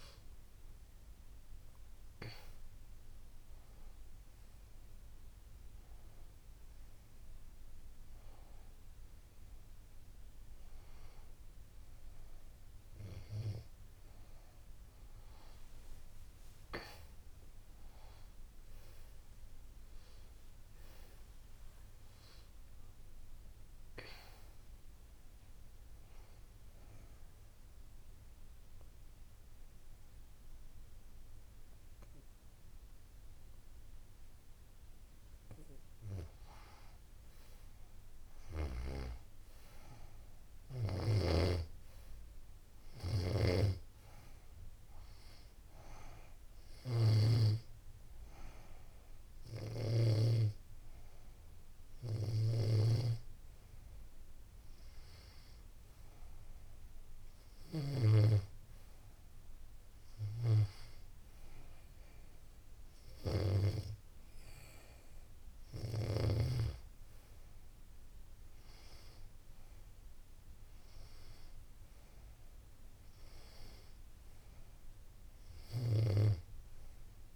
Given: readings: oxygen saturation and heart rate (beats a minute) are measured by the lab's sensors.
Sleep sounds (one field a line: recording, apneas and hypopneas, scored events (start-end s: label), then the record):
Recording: breathing in sleep by a room microphone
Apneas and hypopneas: 1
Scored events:
18.00-21.50 s: arousal
25.00-35.00 s: obstructive apnea (oxygen 96% before, 89% lowest, heart rate 88 before, 83 extreme, up 4 after)
36.50-39.50 s: arousal
36.50-49.50 s: oxygen desaturation (device-marked, oxygen 96% before, 89% lowest, heart rate 88 before, 84 extreme)
From the record:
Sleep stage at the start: N2 (light sleep)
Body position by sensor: on the back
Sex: female